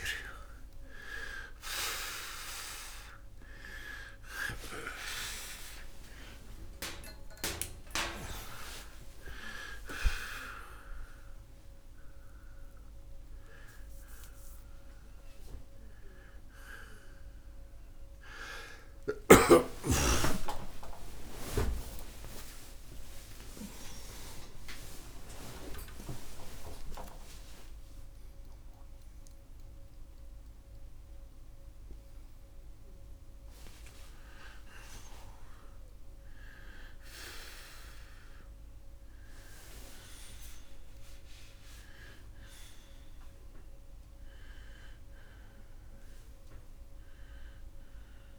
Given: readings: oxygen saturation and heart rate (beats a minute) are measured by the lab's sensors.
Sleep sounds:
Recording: a person awake in a sleep study, by a room microphone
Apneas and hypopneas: none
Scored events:
25.50-48.39 s: new sleep stage, N1 (lightest sleep)
27.50-39.50 s: oxygen desaturation (device-marked, oxygen 92% before, 89% lowest)
From the record:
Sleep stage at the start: awake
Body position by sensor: on the right side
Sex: male

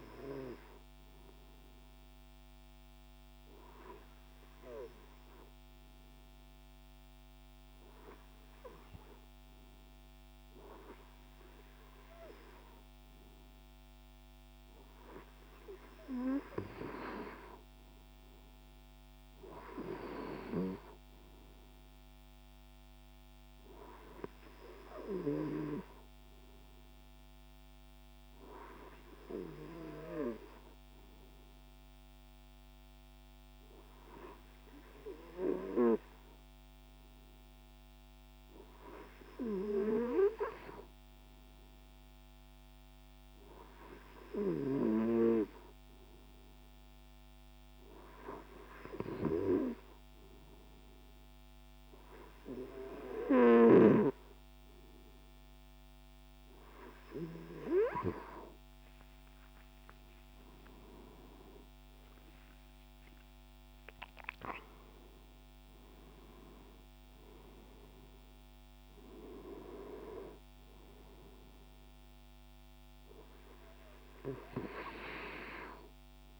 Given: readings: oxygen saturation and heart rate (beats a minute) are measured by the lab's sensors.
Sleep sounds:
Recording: breathing in sleep by a microphone on the trachea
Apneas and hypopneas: 2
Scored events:
3.50-15.00 s: obstructive apnea (oxygen 97% before, 94% lowest, heart rate 72 before, 71 extreme, up 6 after)
17.50-20.50 s: arousal
28.00-39.50 s: obstructive apnea (oxygen 97% before, 94% lowest, heart rate 73 before, 71 extreme, up 3 after)
41.50-44.50 s: arousal
59.00-64.50 s: arousal
From the record:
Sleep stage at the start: N2 (light sleep)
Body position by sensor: on the right side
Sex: male

